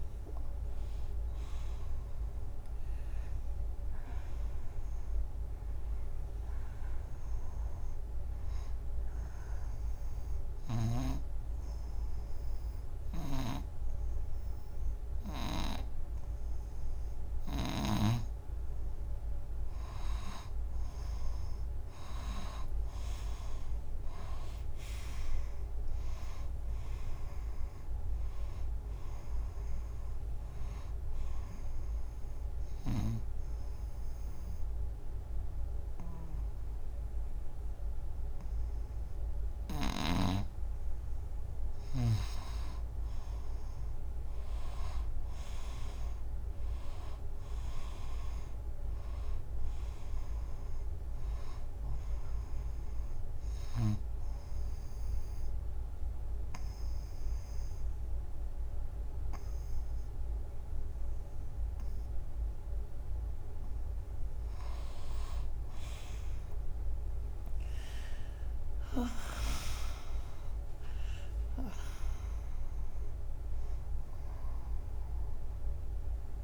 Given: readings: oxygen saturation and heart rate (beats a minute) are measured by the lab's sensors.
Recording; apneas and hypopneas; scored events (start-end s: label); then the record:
breathing in sleep by a room microphone; 3
0.00-13.00 s: oxygen desaturation (device-marked, oxygen 90% lowest, heart rate 77 extreme)
7.50-19.50 s: obstructive apnea (oxygen 97% before, 87% lowest, heart rate 91 before, 75 extreme, up 16 after)
13.00-18.00 s: snoring (device-marked)
22.50-26.50 s: arousal
29.00-39.00 s: oxygen desaturation (device-marked, oxygen 95% before, 88% lowest, heart rate 90 before, 73 extreme)
32.00-42.50 s: obstructive apnea (oxygen 95% before, 87% lowest, heart rate 90 before, 70 extreme, up 15 after)
45.00-49.00 s: arousal
49.00-59.00 s: oxygen desaturation (device-marked, oxygen 97% before, 88% lowest, heart rate 87 before, 70 extreme)
54.00-65.00 s: obstructive apnea (oxygen 97% before, 86% lowest, heart rate 85 before, 70 extreme, up 12 after)
66.50-71.00 s: arousal
68.00-76.44 s: oxygen desaturation (device-marked, oxygen 96% before, 87% lowest, heart rate 88 before, 73 extreme)
From the record:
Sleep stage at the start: N2 (light sleep); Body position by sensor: on the front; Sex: female